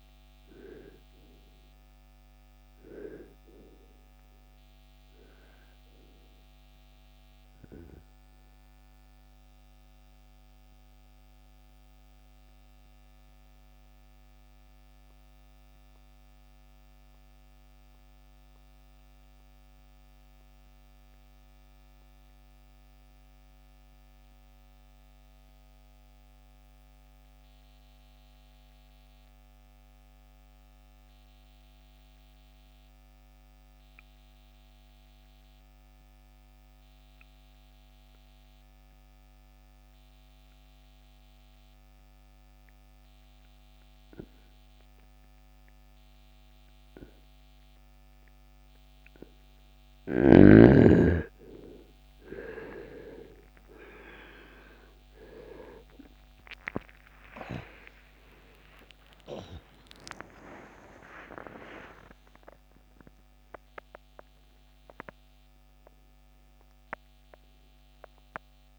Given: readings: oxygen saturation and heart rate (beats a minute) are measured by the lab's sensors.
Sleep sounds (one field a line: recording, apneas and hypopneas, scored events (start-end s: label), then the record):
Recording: breathing in sleep by a microphone on the trachea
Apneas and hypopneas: 1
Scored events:
8.50-48.50 s: obstructive apnea (oxygen 97% before, 80% lowest, heart rate 72 before, 43 extreme, up 10 after)
9.50-32.50 s: oxygen desaturation (device-marked, oxygen 95% before, 80% lowest, heart rate 72 before, 43 extreme)
53.50-60.50 s: arousal
From the record:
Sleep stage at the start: N2 (light sleep)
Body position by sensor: on the right side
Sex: male